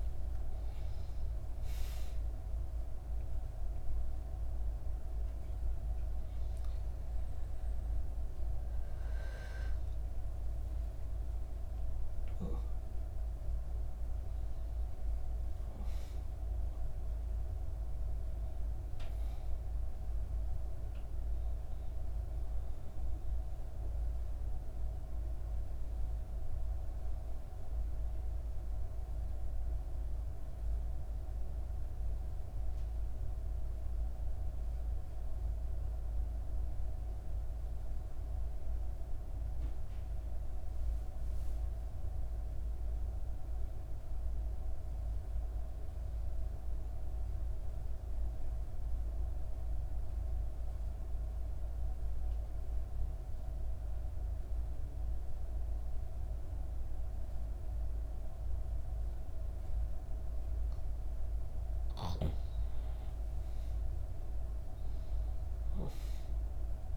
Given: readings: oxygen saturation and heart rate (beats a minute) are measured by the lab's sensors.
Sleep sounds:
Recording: breathing in sleep, hard to hear, by a room microphone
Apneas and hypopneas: 1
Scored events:
0.00-20.00 s: oxygen desaturation (device-marked, oxygen 88% lowest, heart rate 60 extreme)
22.50-26.00 s: arousal
28.50-60.50 s: mixed apnea (oxygen 98% before, 87% lowest, heart rate 64 before, 58 extreme, up 4 after)
50.00-66.97 s: oxygen desaturation (device-marked, oxygen 99% before, 87% lowest, heart rate 63 before, 58 extreme)
62.50-66.00 s: arousal
From the record:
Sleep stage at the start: N2 (light sleep)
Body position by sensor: on the back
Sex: female

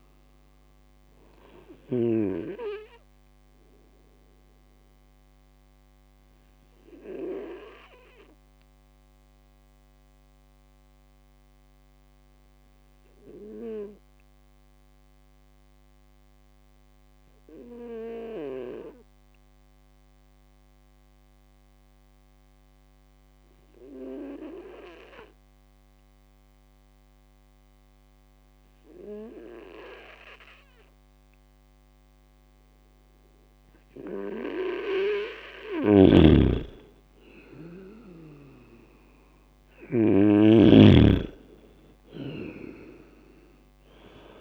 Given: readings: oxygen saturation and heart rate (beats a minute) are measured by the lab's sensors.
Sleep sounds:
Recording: breathing in sleep by a microphone on the trachea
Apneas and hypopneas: 1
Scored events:
0.00-2.00 s: snoring (device-marked)
5.00-33.50 s: obstructive apnea (oxygen 99% before, 95% lowest)
35.50-39.50 s: arousal
35.50-44.41 s: snoring (device-marked)
From the record:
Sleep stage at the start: N2 (light sleep)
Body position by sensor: on the right side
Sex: male

